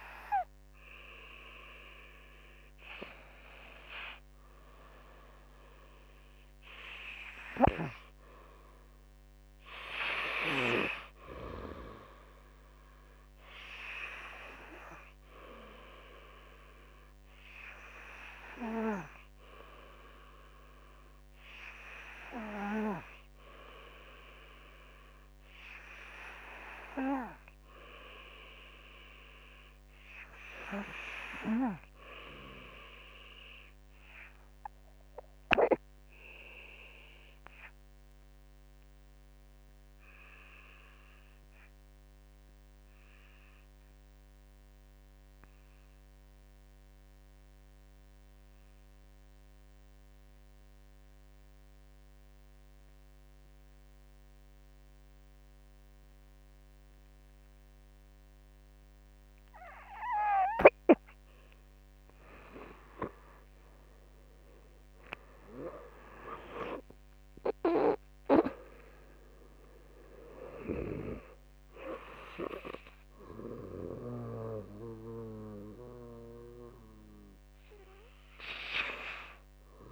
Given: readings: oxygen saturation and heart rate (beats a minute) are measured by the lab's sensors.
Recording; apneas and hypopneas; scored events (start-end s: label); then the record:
breathing in sleep by a microphone on the trachea; 1
0.00-12.00 s: oxygen desaturation (device-marked, oxygen 90% lowest, heart rate 45 extreme)
0.00-14.00 s: drop in pulse transit time (device-marked, heart rate 52 extreme)
28.50-32.00 s: arousal
32.00-51.00 s: oxygen desaturation (device-marked, oxygen 100% before, 93% lowest, heart rate 51 before, 47 extreme)
38.00-60.00 s: mixed apnea (oxygen 100% before, 81% lowest, heart rate 53 before, 47 extreme, up 31 after)
62.00-79.92 s: oxygen desaturation (device-marked, oxygen 94% before, 81% lowest, heart rate 52 before, 54 extreme)
63.00-66.00 s: arousal
67.00-79.92 s: drop in pulse transit time (device-marked, heart rate 57 before, 63 extreme)
From the record:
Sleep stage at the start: N2 (light sleep); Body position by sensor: on the back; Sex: male